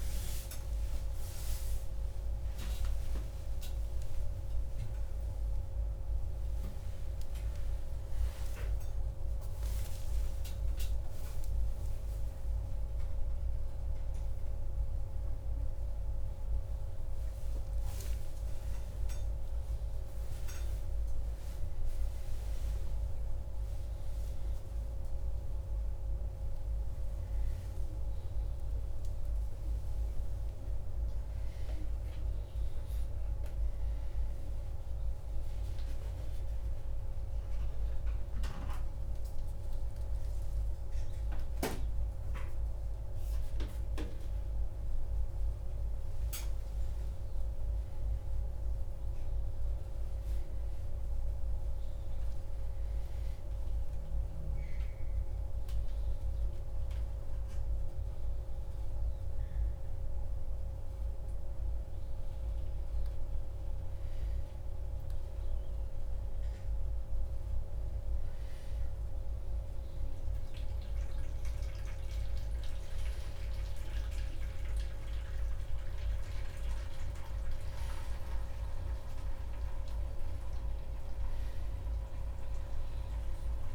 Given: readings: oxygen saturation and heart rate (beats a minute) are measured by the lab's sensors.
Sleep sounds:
a person awake in a sleep study, hard to hear, by a room microphone; none
none scored
From the record:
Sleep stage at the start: awake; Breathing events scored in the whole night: 160 in 3.0 hours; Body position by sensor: upright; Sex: male

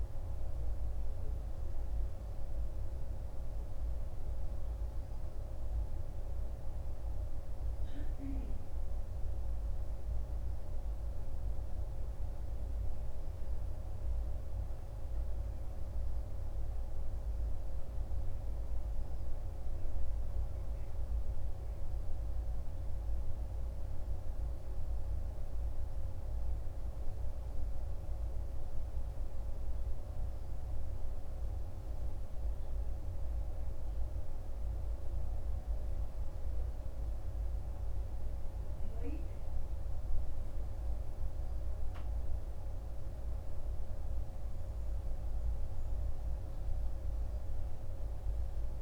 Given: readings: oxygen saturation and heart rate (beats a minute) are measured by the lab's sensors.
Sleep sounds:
breathing in sleep, hard to hear, by a room microphone; none
none scored
From the record:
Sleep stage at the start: N2 (light sleep); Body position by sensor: on the right side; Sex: male

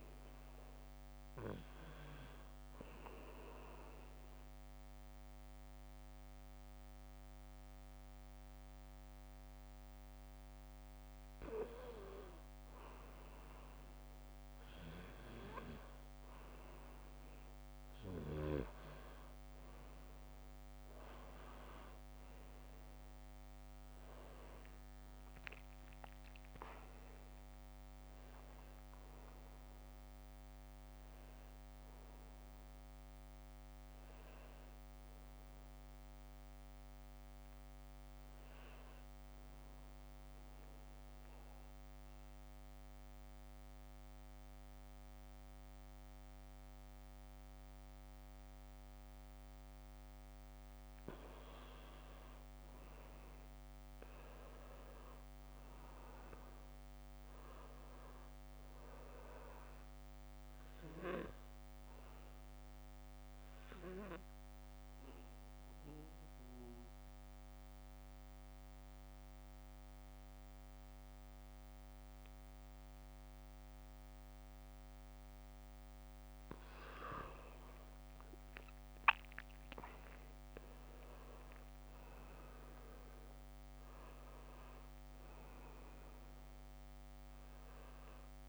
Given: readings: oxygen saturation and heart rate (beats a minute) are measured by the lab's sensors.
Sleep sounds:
breathing in sleep by a microphone on the trachea; 3
0.00-15.50 s: oxygen desaturation (device-marked, oxygen 89% lowest, heart rate 75 extreme)
2.50-12.50 s: mixed apnea (oxygen 98% before, 86% lowest, heart rate 79 before, 78 extreme, up 2 after)
22.50-26.50 s: arousal
23.50-26.50 s: oxygen desaturation (device-marked, oxygen 95% before, 90% lowest, heart rate 78 before, 80 extreme)
41.00-51.50 s: mixed apnea (oxygen 96% before, 85% lowest, heart rate 83 before, 75 extreme, up 0 after)
53.00-57.50 s: arousal
53.50-72.50 s: oxygen desaturation (device-marked, oxygen 96% before, 86% lowest, heart rate 83 before, 75 extreme)
62.00-76.00 s: mixed apnea (oxygen 96% before, 85% lowest, heart rate 79 before, 77 extreme, up 0 after)
77.50-82.00 s: arousal
79.50-88.49 s: oxygen desaturation (device-marked, oxygen 97% before, 85% lowest, heart rate 79 before, 73 extreme)
From the record:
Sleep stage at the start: N2 (light sleep); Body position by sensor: on the back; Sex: male

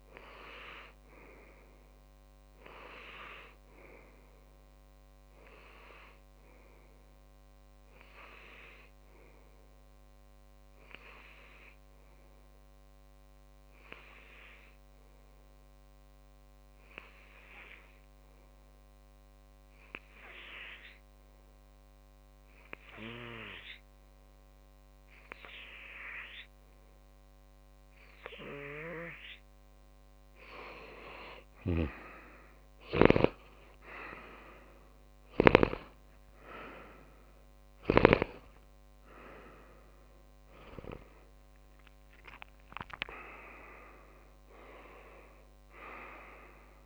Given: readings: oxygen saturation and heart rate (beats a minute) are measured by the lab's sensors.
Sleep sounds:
breathing in sleep by a microphone on the trachea; 1
12.50-29.50 s: obstructive apnea (oxygen 98% before, 97% lowest)
39.00-43.00 s: arousal
From the record:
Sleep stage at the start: N2 (light sleep); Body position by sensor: on the back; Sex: male

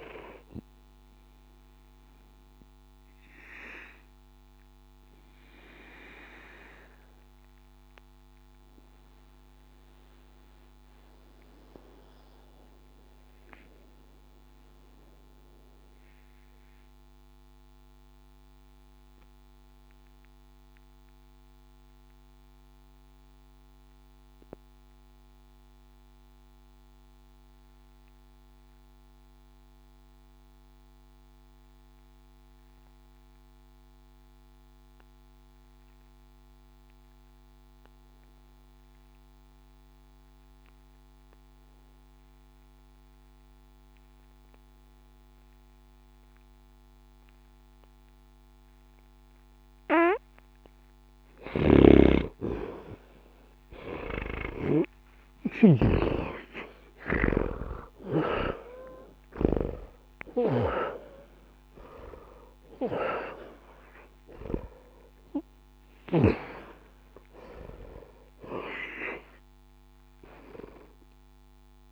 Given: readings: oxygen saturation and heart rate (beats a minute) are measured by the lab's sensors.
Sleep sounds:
breathing in sleep by a microphone on the trachea; 1
0.00-22.00 s: oxygen desaturation (device-marked, oxygen 81% lowest, heart rate 60 extreme)
1.50-50.50 s: obstructive apnea (oxygen 96% before, 77% lowest, heart rate 123 before, 60 extreme, up 50 after)
43.00-71.92 s: oxygen desaturation (device-marked, oxygen 98% before, 77% lowest, heart rate 60 before, 60 extreme)
51.50-55.50 s: snoring (device-marked)
53.00-57.50 s: arousal
From the record:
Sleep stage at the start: N2 (light sleep); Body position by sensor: on the back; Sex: male

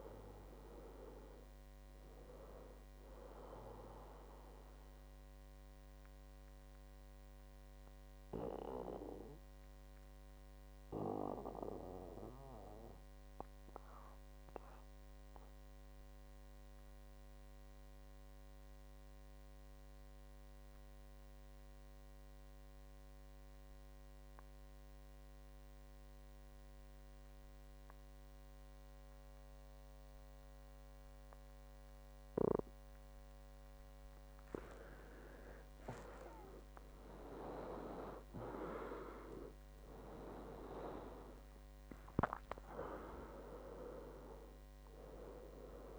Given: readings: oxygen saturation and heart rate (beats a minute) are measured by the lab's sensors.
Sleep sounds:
breathing in sleep by a microphone on the trachea; 1
0.00-19.50 s: oxygen desaturation (device-marked, oxygen 93% lowest, heart rate 61 extreme)
4.00-6.00 s: long interval between heartbeats (device-marked, heart rate 69 before, 69 extreme)
5.00-33.50 s: mixed apnea (oxygen 98% before, 90% lowest, heart rate 69 before, 61 extreme, up 19 after)
34.50-45.99 s: oxygen desaturation (device-marked, oxygen 98% before, 90% lowest, heart rate 64 before, 62 extreme)
35.50-39.50 s: arousal
From the record:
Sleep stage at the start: N2 (light sleep); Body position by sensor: on the back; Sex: male

